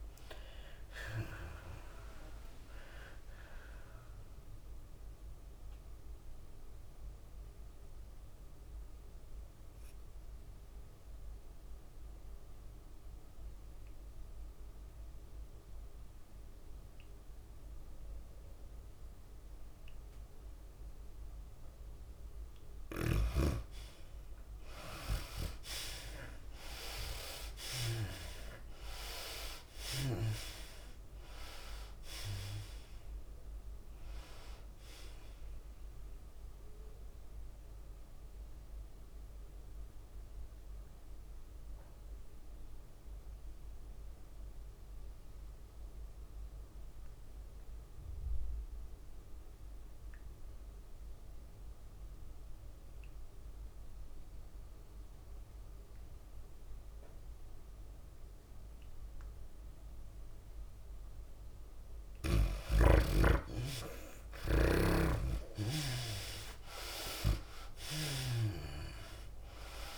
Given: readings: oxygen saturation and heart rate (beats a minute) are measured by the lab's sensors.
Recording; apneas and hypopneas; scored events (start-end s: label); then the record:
breathing in sleep by a room microphone; 2
0.00-13.00 s: drop in pulse transit time (device-marked, heart rate 106 extreme)
0.00-18.00 s: oxygen desaturation (device-marked, oxygen 76% lowest, heart rate 94 extreme)
0.00-18.00 s: tachycardia (device-marked, heart rate 137 extreme)
0.50-2.50 s: long interval between heartbeats (device-marked, heart rate 110 before, 134 extreme)
3.00-5.00 s: long interval between heartbeats (device-marked, heart rate 114 before, 128 extreme)
6.50-24.50 s: mixed apnea (oxygen 98% before, 76% lowest, heart rate 116 before, 99 extreme, up 7 after)
20.00-47.00 s: oxygen desaturation (device-marked, oxygen 99% before, 80% lowest, heart rate 115 before, 95 extreme)
24.00-44.00 s: tachycardia (device-marked, heart rate 103 before, 110 extreme)
27.50-31.50 s: arousal
38.00-62.50 s: obstructive apnea (oxygen 99% before, 77% lowest, heart rate 103 before, 95 extreme, up 30 after)
53.00-69.98 s: oxygen desaturation (device-marked, oxygen 97% before, 77% lowest, heart rate 104 before, 96 extreme)
63.00-69.98 s: tachycardia (device-marked, heart rate 103 before, 168 extreme)
65.00-67.50 s: arousal
67.50-69.50 s: long interval between heartbeats (device-marked, heart rate 97 before, 110 extreme)
68.00-69.98 s: drop in pulse transit time (device-marked, heart rate 98 before, 107 extreme)
From the record:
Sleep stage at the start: N2 (light sleep); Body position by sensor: on the back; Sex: female